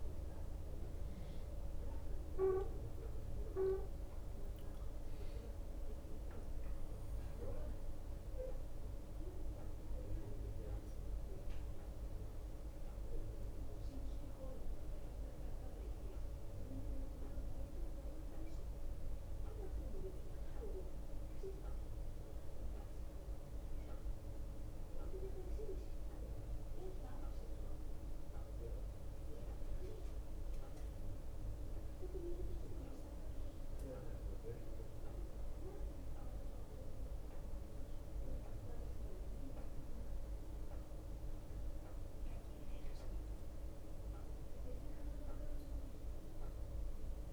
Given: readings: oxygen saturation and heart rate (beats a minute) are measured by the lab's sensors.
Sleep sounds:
breathing in sleep by a room microphone; none
0.00-1.00 s: long interval between heartbeats (device-marked, heart rate 36 extreme)
0.00-47.32 s: bradycardia (device-marked)
2.50-6.50 s: arousal
5.00-7.00 s: long interval between heartbeats (device-marked, heart rate 33 before, 28 extreme)
9.50-19.50 s: drop in pulse transit time (device-marked)
10.50-12.50 s: long interval between heartbeats (device-marked, heart rate 35 before, 28 extreme)
10.50-47.32 s: new sleep stage, N2 (light sleep)
18.50-20.50 s: long interval between heartbeats (device-marked)
32.50-34.50 s: long interval between heartbeats (device-marked)
36.00-38.00 s: long interval between heartbeats (device-marked)
41.50-47.32 s: drop in pulse transit time (device-marked)
From the record:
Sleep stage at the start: N1 (lightest sleep); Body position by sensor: on the right side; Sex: male

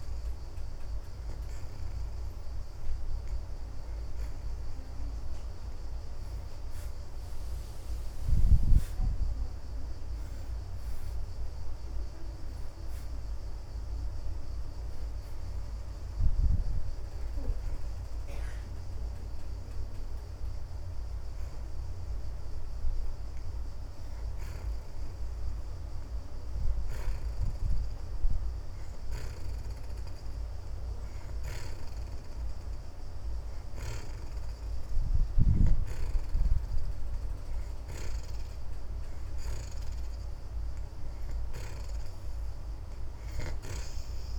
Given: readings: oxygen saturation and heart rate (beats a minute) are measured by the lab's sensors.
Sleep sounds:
breathing in sleep by a room microphone; none
0.00-5.50 s: oxygen desaturation (device-marked, oxygen 64% lowest)
8.00-12.00 s: arousal
39.50-44.38 s: oxygen desaturation (device-marked, oxygen 75% before, 63% lowest)
From the record:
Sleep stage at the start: N2 (light sleep); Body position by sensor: on the back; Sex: female

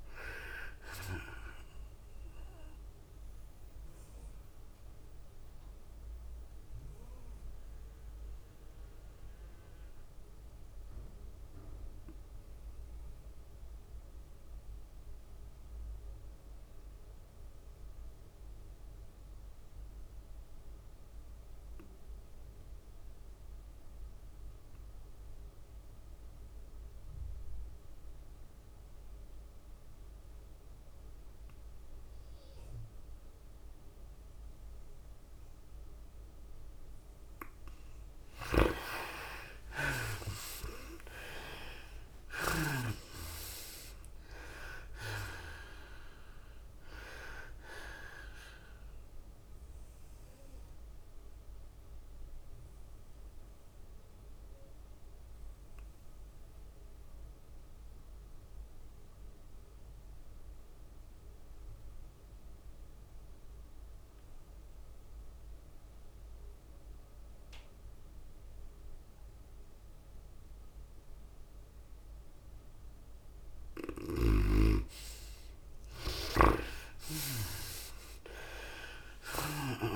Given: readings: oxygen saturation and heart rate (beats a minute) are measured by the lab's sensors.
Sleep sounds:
breathing in sleep by a room microphone; 2
0.00-11.50 s: drop in pulse transit time (device-marked, heart rate 95 extreme)
0.00-14.50 s: oxygen desaturation (device-marked, oxygen 65% lowest, heart rate 62 extreme)
0.00-15.50 s: tachycardia (device-marked, heart rate 110 extreme)
3.00-38.50 s: mixed apnea (oxygen 86% before, 65% lowest, heart rate 81 before, 84 extreme, up 21 after)
20.50-60.50 s: oxygen desaturation (device-marked, oxygen 99% before, 70% lowest, heart rate 105 before, 84 extreme)
39.00-43.50 s: snoring (device-marked)
40.00-44.00 s: arousal
41.50-62.50 s: tachycardia (device-marked, heart rate 98 before, 110 extreme)
44.50-57.50 s: drop in pulse transit time (device-marked, heart rate 94 before, 103 extreme)
50.00-74.00 s: obstructive apnea (oxygen 98% before, 70% lowest, heart rate 96 before, 98 extreme, up 7 after)
62.50-79.95 s: oxygen desaturation (device-marked, oxygen 100% before, 77% lowest, heart rate 106 before, 93 extreme)
75.50-79.95 s: tachycardia (device-marked, heart rate 98 before, 118 extreme)
77.00-79.50 s: arousal
77.00-79.95 s: snoring (device-marked)
From the record:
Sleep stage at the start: N2 (light sleep); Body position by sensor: on the right side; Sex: female

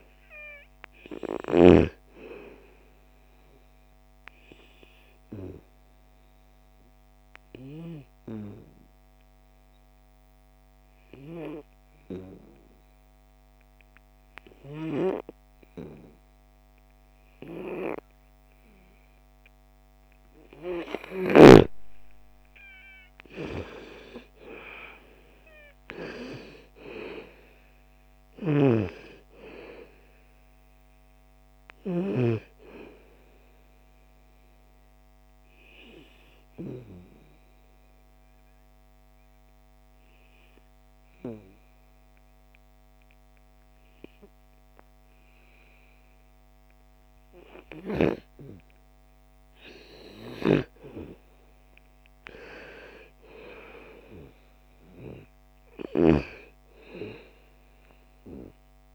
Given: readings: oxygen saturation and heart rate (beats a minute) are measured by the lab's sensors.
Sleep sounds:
breathing in sleep by a microphone on the trachea; 2
0.00-1.00 s: snoring (device-marked)
1.00-15.00 s: oxygen desaturation (device-marked, oxygen 98% before, 88% lowest, heart rate 58 before, 53 extreme)
4.50-19.50 s: obstructive apnea (oxygen 98% before, 88% lowest, heart rate 59 before, 52 extreme, up 8 after)
21.00-43.00 s: oxygen desaturation (device-marked, oxygen 98% before, 88% lowest, heart rate 60 before, 52 extreme)
22.00-26.50 s: arousal
27.50-31.50 s: snoring (device-marked)
33.50-49.00 s: obstructive apnea (oxygen 98% before, 88% lowest, heart rate 60 before, 52 extreme, up 13 after)
51.00-55.00 s: arousal
54.00-58.95 s: oxygen desaturation (device-marked, oxygen 98% before, 92% lowest, heart rate 56 before, 55 extreme)
From the record:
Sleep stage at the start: N2 (light sleep); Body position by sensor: on the back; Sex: female

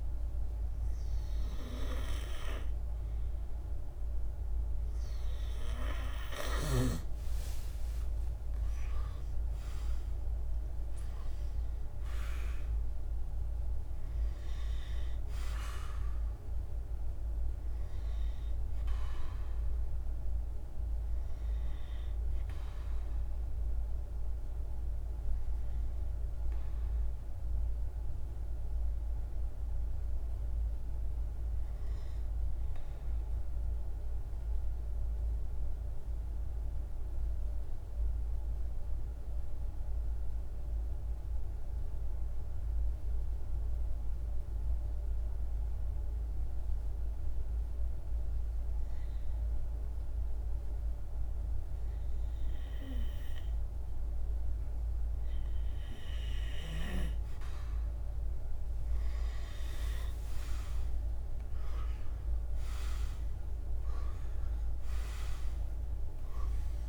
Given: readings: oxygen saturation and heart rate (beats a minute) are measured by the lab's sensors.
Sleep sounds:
breathing in sleep by a room microphone; 1
2.00-30.00 s: oxygen desaturation (device-marked, oxygen 97% before, 92% lowest, heart rate 56 before, 50 extreme)
5.00-8.50 s: arousal
33.00-50.50 s: hypopnea (oxygen 98% before, 90% lowest, heart rate 54 before, 50 extreme, up 4 after)
57.00-61.50 s: arousal
57.00-66.89 s: oxygen desaturation (device-marked, oxygen 98% before, 90% lowest, heart rate 51 before, 50 extreme)
From the record:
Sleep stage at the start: N2 (light sleep); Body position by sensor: on the right side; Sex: male

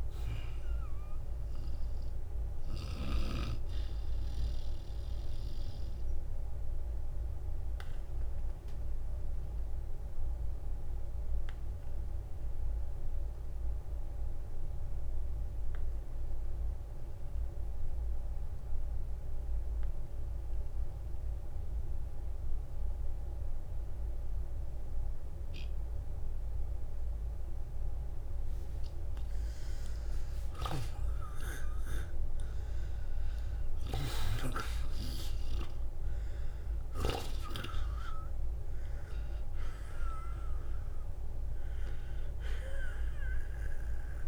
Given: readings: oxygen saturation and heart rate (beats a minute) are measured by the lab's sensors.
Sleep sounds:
breathing in sleep by a room microphone; 1
0.00-1.50 s: oxygen desaturation (device-marked, oxygen 92% lowest, heart rate 50 extreme)
7.00-28.00 s: obstructive apnea (oxygen 96% before, 82% lowest, heart rate 65 before, 48 extreme, up 8 after)
7.50-32.50 s: oxygen desaturation (device-marked, oxygen 93% before, 82% lowest, heart rate 65 before, 48 extreme)
29.50-33.50 s: arousal
From the record:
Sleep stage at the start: N2 (light sleep); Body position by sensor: on the back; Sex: male

